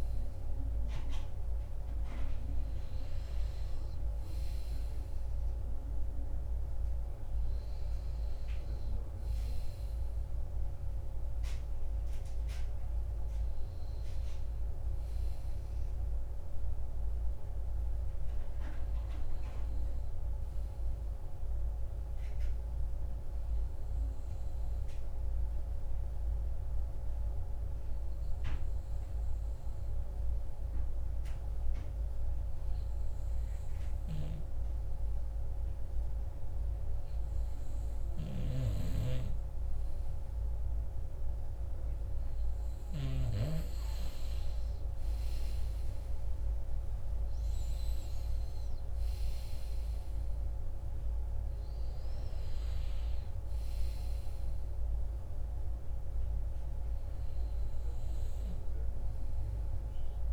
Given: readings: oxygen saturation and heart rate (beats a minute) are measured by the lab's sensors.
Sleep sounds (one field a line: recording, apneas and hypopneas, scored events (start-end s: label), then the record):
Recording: breathing in sleep, hard to hear, by a room microphone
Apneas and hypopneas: 1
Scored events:
2.00-7.00 s: arousal
20.50-39.50 s: obstructive apnea (oxygen 97% before, 96% lowest)
44.00-49.00 s: arousal
From the record:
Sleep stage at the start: N2 (light sleep)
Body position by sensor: on the right side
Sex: male